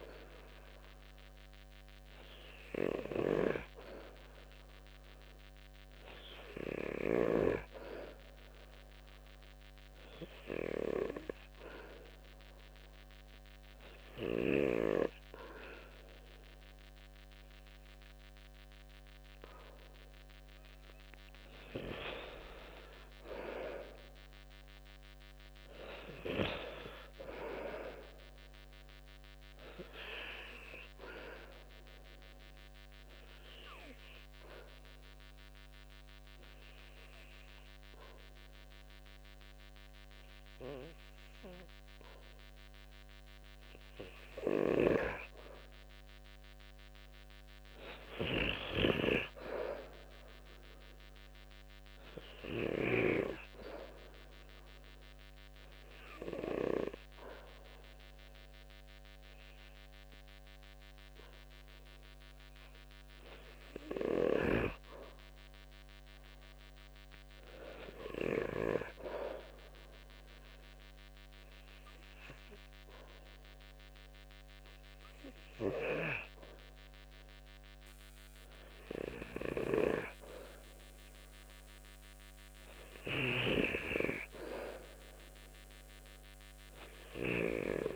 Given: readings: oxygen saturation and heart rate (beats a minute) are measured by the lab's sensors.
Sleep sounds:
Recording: breathing in sleep by a microphone on the trachea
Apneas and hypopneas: 2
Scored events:
30.50-45.00 s: obstructive apnea (oxygen 92% before, 90% lowest, heart rate 71 before, 67 extreme, up 3 after)
47.50-51.00 s: arousal
54.50-65.00 s: obstructive apnea (oxygen 92% before, 90% lowest, heart rate 69 before, 66 extreme, up 2 after)
67.00-70.00 s: arousal
72.00-82.00 s: oxygen desaturation (device-marked, oxygen 94% before, 90% lowest, heart rate 69 before, 66 extreme)
From the record:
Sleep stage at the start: N2 (light sleep)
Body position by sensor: on the back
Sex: male

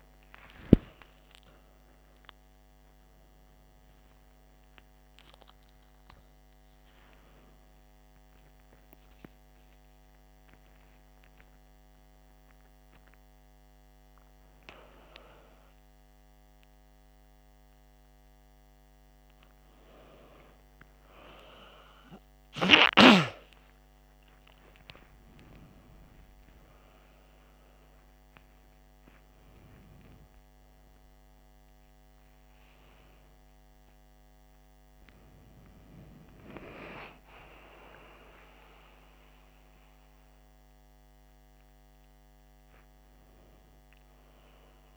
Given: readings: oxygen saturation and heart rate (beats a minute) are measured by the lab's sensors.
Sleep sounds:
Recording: a person awake in a sleep study, by a microphone on the trachea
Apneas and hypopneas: none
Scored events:
5.00-22.00 s: tachycardia (device-marked, heart rate 61 before, 217 extreme)
From the record:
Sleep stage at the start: awake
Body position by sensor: on the back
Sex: male

